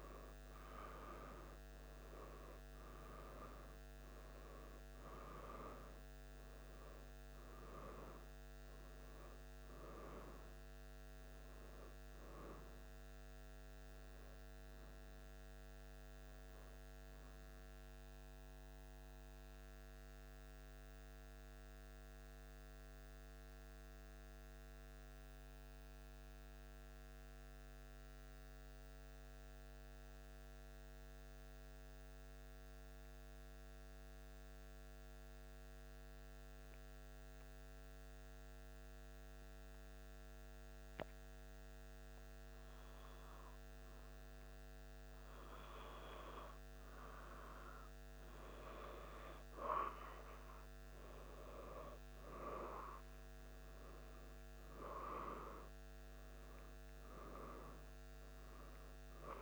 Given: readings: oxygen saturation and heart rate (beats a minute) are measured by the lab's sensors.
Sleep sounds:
breathing in sleep by a microphone on the trachea; 1
20.00-41.00 s: mixed apnea (oxygen 97% before, 94% lowest, heart rate 77 before, 75 extreme, up 4 after)
44.00-48.00 s: arousal
From the record:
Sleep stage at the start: N2 (light sleep); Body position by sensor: on the back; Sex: male

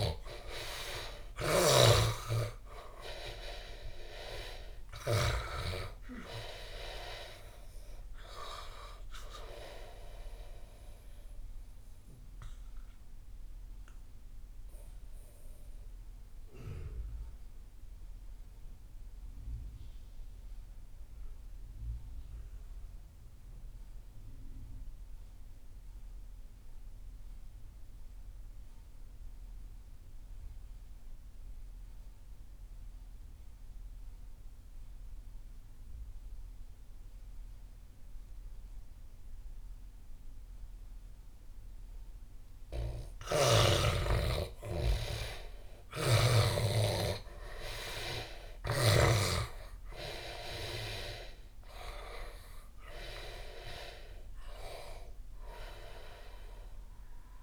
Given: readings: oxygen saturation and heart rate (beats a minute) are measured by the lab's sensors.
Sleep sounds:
breathing in sleep by a room microphone; 1
0.00-17.00 s: oxygen desaturation (device-marked, oxygen 81% lowest)
1.50-5.50 s: snoring (device-marked)
13.00-42.50 s: mixed apnea (oxygen 98% before, 81% lowest)
37.00-57.43 s: oxygen desaturation (device-marked, oxygen 99% before, 82% lowest)
43.50-48.50 s: arousal
45.50-49.00 s: snoring (device-marked)
From the record:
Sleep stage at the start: N2 (light sleep); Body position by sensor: on the back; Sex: male

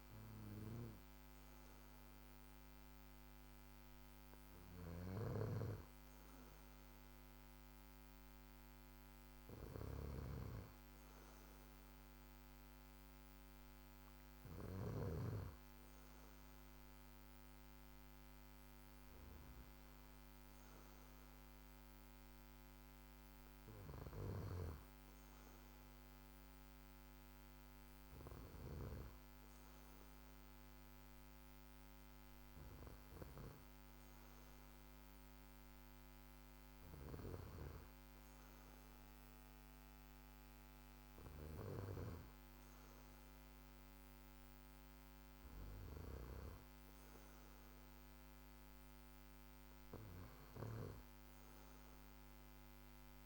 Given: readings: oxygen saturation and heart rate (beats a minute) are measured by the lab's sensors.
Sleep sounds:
breathing in sleep by a microphone on the trachea; none
none scored
From the record:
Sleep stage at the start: N2 (light sleep); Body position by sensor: on the back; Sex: male

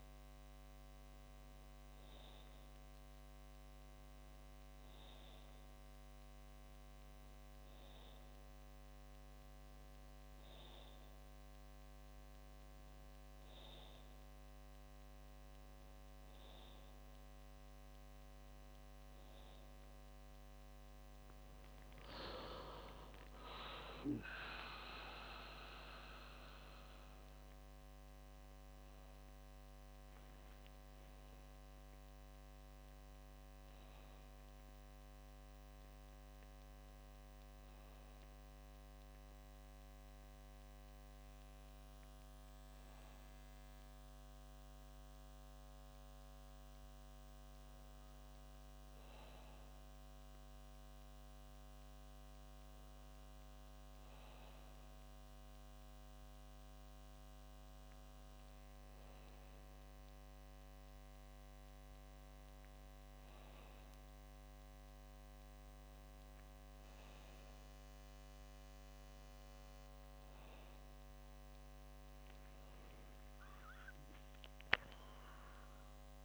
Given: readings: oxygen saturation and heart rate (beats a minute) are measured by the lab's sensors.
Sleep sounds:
breathing in sleep by a microphone on the trachea; none
none scored
From the record:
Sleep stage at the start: N2 (light sleep); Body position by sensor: on the back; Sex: male

